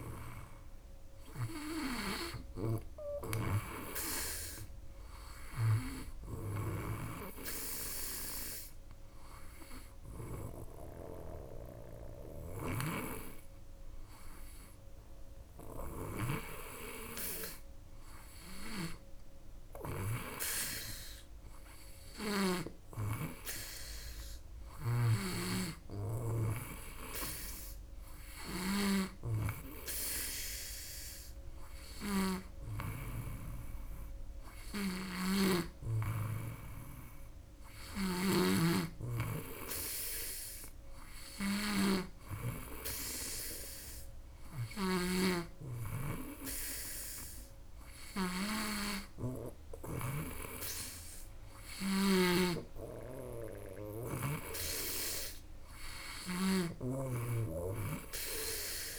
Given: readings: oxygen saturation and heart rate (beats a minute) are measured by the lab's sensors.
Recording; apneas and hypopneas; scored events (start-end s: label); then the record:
breathing in sleep by a room microphone; none
0.00-16.00 s: snoring (device-marked)
24.50-58.99 s: snoring (device-marked)
From the record:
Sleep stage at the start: N2 (light sleep); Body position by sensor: on the back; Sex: female